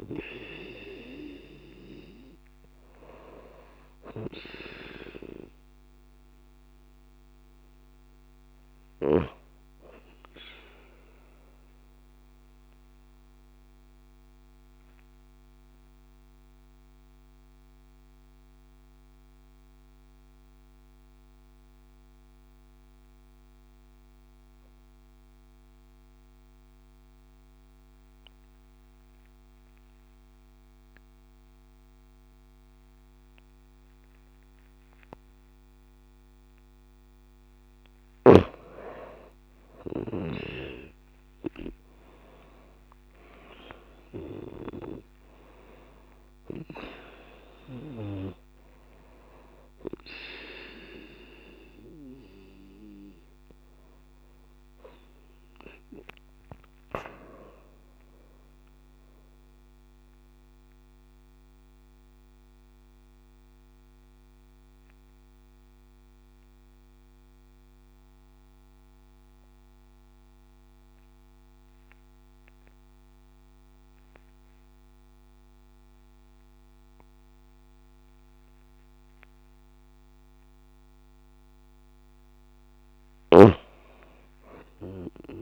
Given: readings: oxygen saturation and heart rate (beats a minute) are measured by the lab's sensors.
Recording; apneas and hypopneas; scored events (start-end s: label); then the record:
breathing in sleep by a microphone on the trachea; 2
6.50-26.50 s: oxygen desaturation (device-marked, oxygen 98% before, 93% lowest)
11.00-36.00 s: mixed apnea (oxygen 98% before, 90% lowest)
38.50-73.50 s: oxygen desaturation (device-marked, oxygen 97% before, 90% lowest)
41.50-45.00 s: arousal
60.00-79.50 s: mixed apnea (oxygen 97% before, 90% lowest)
From the record:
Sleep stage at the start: N2 (light sleep); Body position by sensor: on the back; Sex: female